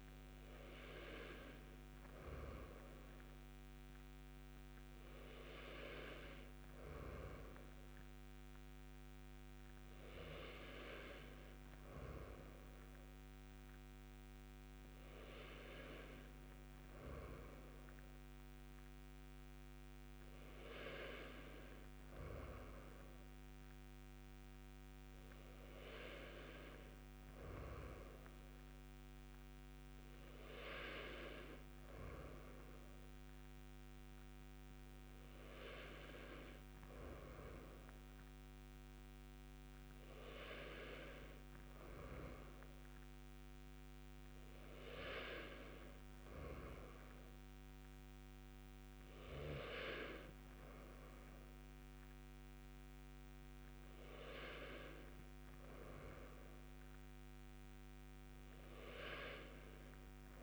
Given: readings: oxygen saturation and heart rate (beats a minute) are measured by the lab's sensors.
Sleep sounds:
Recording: breathing in sleep by a microphone on the trachea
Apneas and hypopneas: none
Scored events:
none scored
From the record:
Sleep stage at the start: N2 (light sleep)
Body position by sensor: on the right side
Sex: male

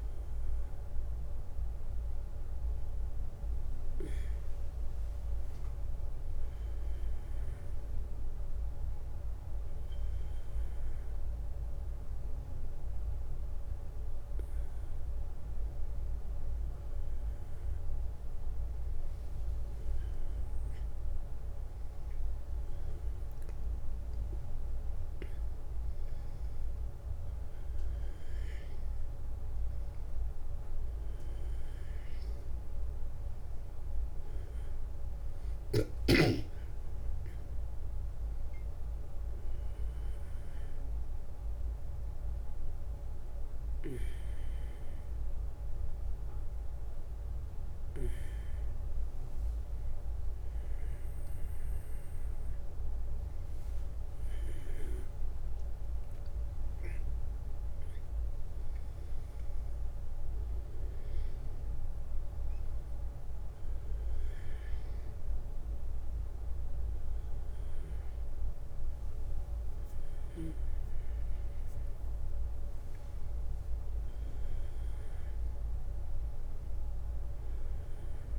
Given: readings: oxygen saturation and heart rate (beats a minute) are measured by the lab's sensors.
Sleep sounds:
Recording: a person awake in a sleep study, hard to hear, by a room microphone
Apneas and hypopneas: none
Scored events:
none scored
From the record:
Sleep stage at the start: awake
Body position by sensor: on the back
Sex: male

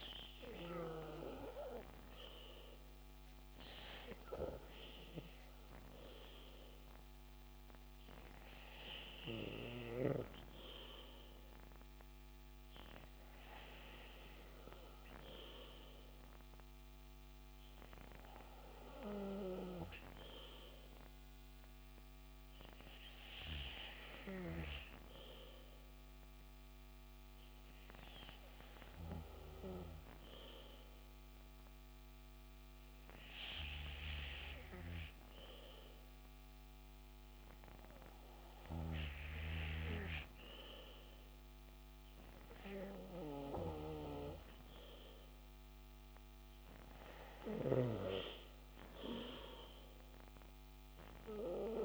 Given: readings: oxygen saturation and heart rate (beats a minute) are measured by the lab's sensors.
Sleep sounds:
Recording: breathing in sleep by a microphone on the trachea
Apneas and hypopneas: none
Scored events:
none scored
From the record:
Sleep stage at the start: N2 (light sleep)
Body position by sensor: on the back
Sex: male

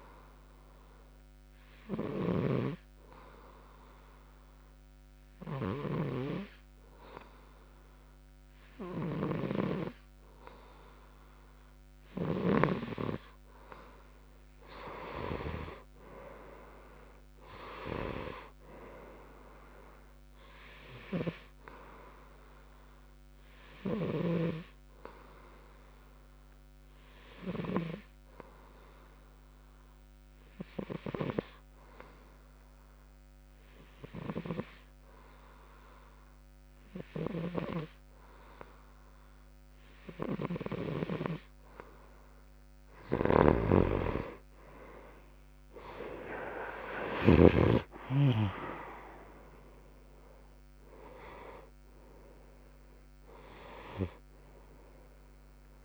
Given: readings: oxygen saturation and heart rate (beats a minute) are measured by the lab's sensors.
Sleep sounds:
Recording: breathing in sleep by a microphone on the trachea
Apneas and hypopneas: 2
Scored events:
0.00-12.50 s: oxygen desaturation (device-marked, oxygen 92% lowest)
0.50-13.50 s: hypopnea (oxygen 96% before, 92% lowest)
15.50-19.00 s: arousal
26.00-43.00 s: hypopnea (oxygen 95% before, 92% lowest)
43.50-48.00 s: snoring (device-marked)
48.00-52.00 s: arousal
From the record:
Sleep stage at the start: N2 (light sleep)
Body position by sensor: on the right side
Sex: male

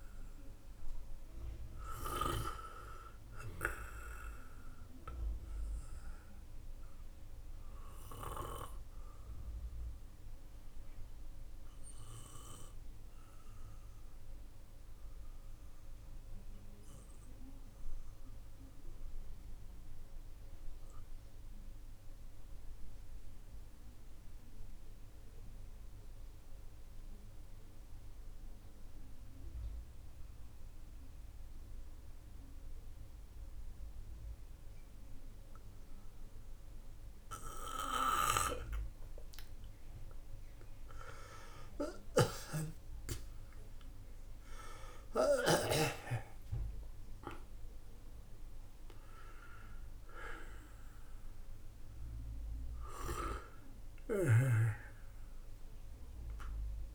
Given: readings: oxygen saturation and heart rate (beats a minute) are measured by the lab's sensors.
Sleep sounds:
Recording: breathing in sleep by a room microphone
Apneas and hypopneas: 1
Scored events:
0.00-19.50 s: oxygen desaturation (device-marked, oxygen 90% lowest, heart rate 45 extreme)
3.50-46.50 s: obstructive apnea (oxygen 98% before, 90% lowest, heart rate 65 before, 52 extreme, up 9 after)
43.50-56.94 s: oxygen desaturation (device-marked, oxygen 99% before, 91% lowest, heart rate 62 before, 47 extreme)
From the record:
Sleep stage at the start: N2 (light sleep)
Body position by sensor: on the back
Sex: male

